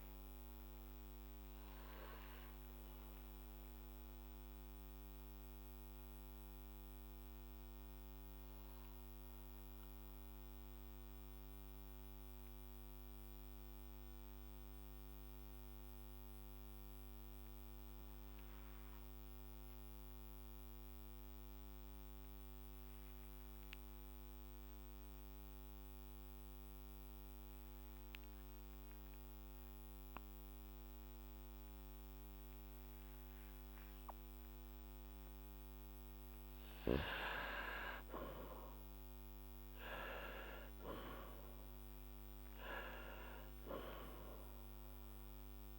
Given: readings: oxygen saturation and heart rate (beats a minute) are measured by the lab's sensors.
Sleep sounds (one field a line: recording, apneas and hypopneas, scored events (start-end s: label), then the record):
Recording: breathing in sleep by a microphone on the trachea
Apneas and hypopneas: 1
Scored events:
1.00-35.00 s: obstructive apnea (oxygen 99% before, 95% lowest, heart rate 57 before, 51 extreme, up 8 after)
16.50-26.50 s: oxygen desaturation (device-marked, oxygen 98% before, 95% lowest, heart rate 56 before, 54 extreme)
37.50-41.50 s: arousal
From the record:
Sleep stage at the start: N2 (light sleep)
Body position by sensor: on the back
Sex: male